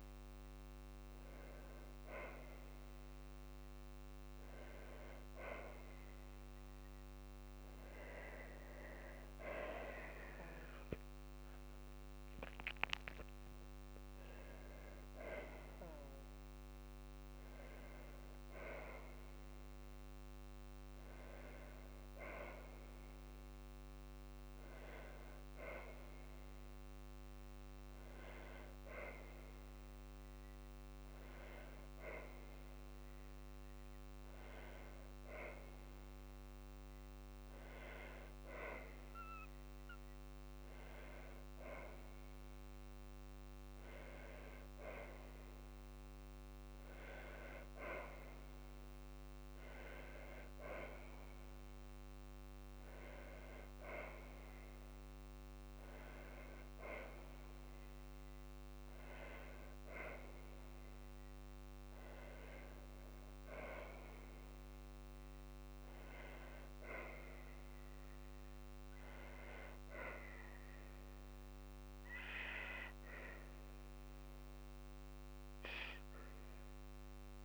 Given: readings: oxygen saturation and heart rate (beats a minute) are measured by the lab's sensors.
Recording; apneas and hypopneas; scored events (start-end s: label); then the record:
breathing in sleep by a microphone on the trachea; none
5.50-77.45 s: new sleep stage, N2 (light sleep)
13.50-15.50 s: long interval between heartbeats (device-marked, heart rate 59 before, 69 extreme)
16.50-18.50 s: long interval between heartbeats (device-marked, heart rate 60 before, 78 extreme)
27.00-29.00 s: long interval between heartbeats (device-marked, heart rate 63 before, 60 extreme)
42.00-44.00 s: long interval between heartbeats (device-marked, heart rate 58 before, 62 extreme)
46.00-48.00 s: long interval between heartbeats (device-marked, heart rate 59 before, 74 extreme)
67.50-69.50 s: long interval between heartbeats (device-marked, heart rate 62 before, 61 extreme)
From the record:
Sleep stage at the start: N1 (lightest sleep); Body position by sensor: on the back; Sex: female